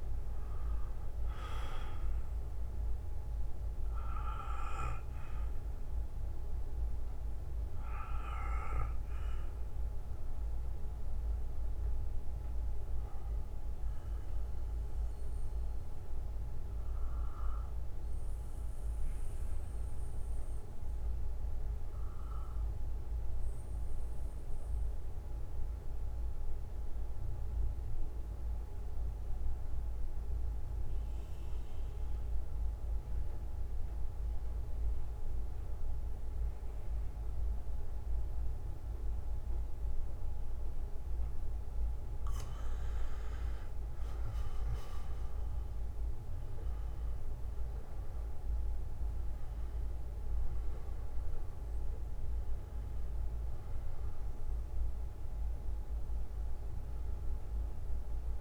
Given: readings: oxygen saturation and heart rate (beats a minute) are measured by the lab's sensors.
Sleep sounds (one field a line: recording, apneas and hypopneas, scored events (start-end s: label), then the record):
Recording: breathing in sleep, hard to hear, by a room microphone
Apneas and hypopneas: 1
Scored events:
0.00-9.50 s: oxygen desaturation (device-marked, oxygen 94% lowest, heart rate 51 extreme)
0.50-2.50 s: bradycardia (device-marked, heart rate 59 before, 63 extreme)
4.50-6.50 s: bradycardia (device-marked, heart rate 59 before, 59 extreme)
7.50-46.50 s: bradycardia (device-marked, heart rate 59 before, 47 extreme)
15.50-41.50 s: mixed apnea (oxygen 98% before, 89% lowest, heart rate 61 before, 47 extreme, up 9 after)
17.50-32.50 s: oxygen desaturation (device-marked, oxygen 95% before, 90% lowest, heart rate 60 before, 47 extreme)
43.50-48.00 s: arousal
52.50-58.41 s: bradycardia (device-marked, heart rate 58 before, 49 extreme)
From the record:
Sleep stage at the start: N2 (light sleep)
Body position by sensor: on the back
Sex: male